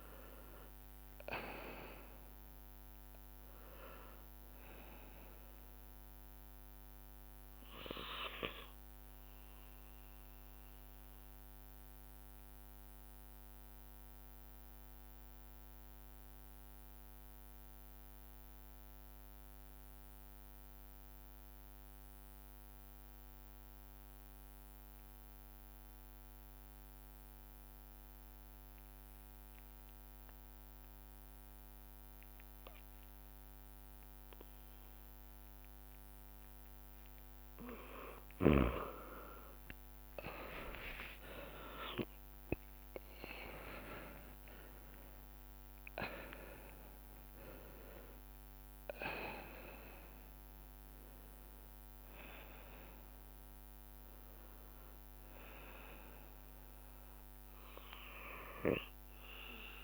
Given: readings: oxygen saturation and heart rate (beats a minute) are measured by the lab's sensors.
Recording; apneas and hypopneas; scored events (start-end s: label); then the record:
breathing in sleep by a microphone on the trachea; 1
0.00-26.50 s: oxygen desaturation (device-marked, oxygen 91% lowest, heart rate 46 extreme)
0.50-21.50 s: bradycardia (device-marked, heart rate 46 before, 46 extreme)
2.50-59.84 s: new sleep stage, REM sleep
12.00-37.50 s: obstructive apnea (oxygen 98% before, 90% lowest, heart rate 67 before, 48 extreme)
22.50-25.50 s: bradycardia (device-marked, heart rate 48 before, 50 extreme)
25.00-27.00 s: long interval between heartbeats (device-marked, heart rate 50 before, 58 extreme)
27.50-31.50 s: bradycardia (device-marked, heart rate 49 before, 56 extreme)
35.50-46.50 s: drop in pulse transit time (device-marked, heart rate 55 before, 94 extreme)
36.00-38.00 s: long interval between heartbeats (device-marked, heart rate 55 before, 94 extreme)
38.00-40.00 s: long interval between heartbeats (device-marked, heart rate 60 before, 119 extreme)
39.50-44.00 s: arousal
39.50-59.84 s: oxygen desaturation (device-marked, oxygen 99% before, 90% lowest, heart rate 67 before, 48 extreme)
40.50-42.50 s: long interval between heartbeats (device-marked, heart rate 71 before, 126 extreme)
45.00-47.00 s: long interval between heartbeats (device-marked, heart rate 88 before, 120 extreme)
51.00-53.00 s: long interval between heartbeats (device-marked, heart rate 104 before, 77 extreme)
53.50-59.84 s: bradycardia (device-marked, heart rate 54 before, 48 extreme)
From the record:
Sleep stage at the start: N2 (light sleep); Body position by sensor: on the left side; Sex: male